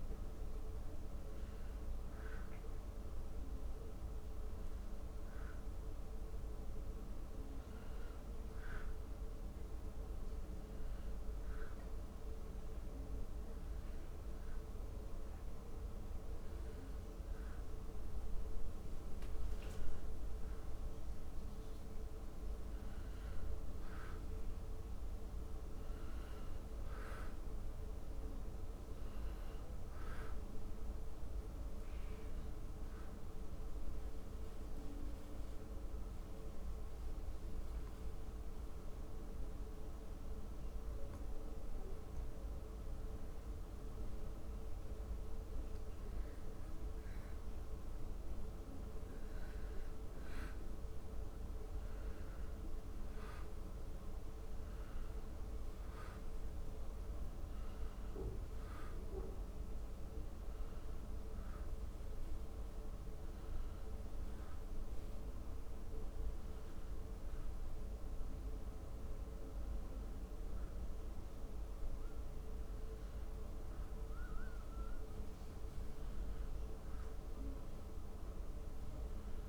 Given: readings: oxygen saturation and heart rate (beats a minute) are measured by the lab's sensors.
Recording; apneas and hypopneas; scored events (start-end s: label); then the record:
breathing in sleep, hard to hear, by a room microphone; 2
7.00-19.50 s: hypopnea (oxygen 99% before, 91% lowest, heart rate 84 before, 78 extreme, up 3 after)
22.00-25.00 s: arousal
34.00-45.50 s: obstructive apnea (oxygen 97% before, 91% lowest, heart rate 81 before, 77 extreme, up 1 after)
47.50-51.00 s: arousal
51.00-67.00 s: oxygen desaturation (device-marked, oxygen 96% before, 91% lowest, heart rate 80 before, 81 extreme)
From the record:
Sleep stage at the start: N2 (light sleep); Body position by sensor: on the back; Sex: male